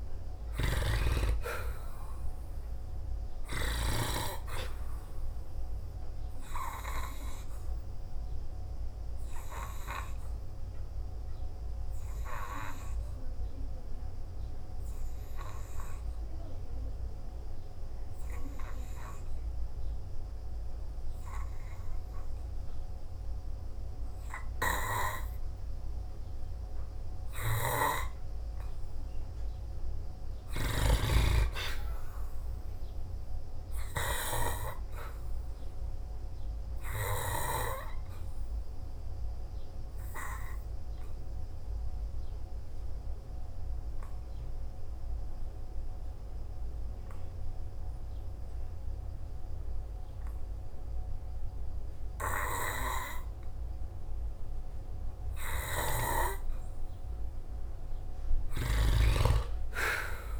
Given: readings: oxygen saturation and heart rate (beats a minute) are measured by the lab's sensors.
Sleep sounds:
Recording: breathing in sleep by a room microphone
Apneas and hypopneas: 2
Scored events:
0.50-7.50 s: oxygen desaturation (device-marked, oxygen 93% before, 89% lowest, heart rate 56 before, 53 extreme)
8.00-27.50 s: hypopnea (oxygen 95% before, 86% lowest, heart rate 54 before, 52 extreme)
16.50-29.50 s: oxygen desaturation (device-marked, oxygen 96% before, 86% lowest, heart rate 54 before, 52 extreme)
30.00-33.50 s: arousal
38.50-55.50 s: hypopnea (oxygen 96% before, 87% lowest, heart rate 55 before, 53 extreme)
43.50-60.40 s: oxygen desaturation (device-marked, oxygen 96% before, 87% lowest, heart rate 55 before, 53 extreme)
57.50-60.40 s: arousal
From the record:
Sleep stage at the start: N2 (light sleep)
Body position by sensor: on the back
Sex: male

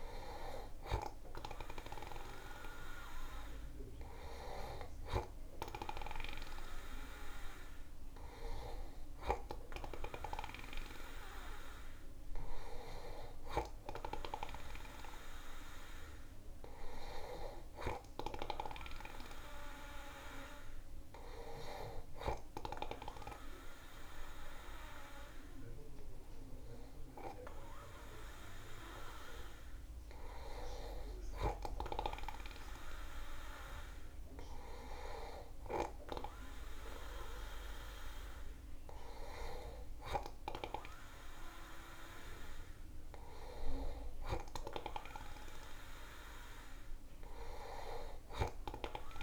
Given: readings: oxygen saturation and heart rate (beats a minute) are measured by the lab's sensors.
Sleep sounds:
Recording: breathing in sleep by a room microphone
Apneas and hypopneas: none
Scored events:
none scored
From the record:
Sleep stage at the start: N2 (light sleep)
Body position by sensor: on the back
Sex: male

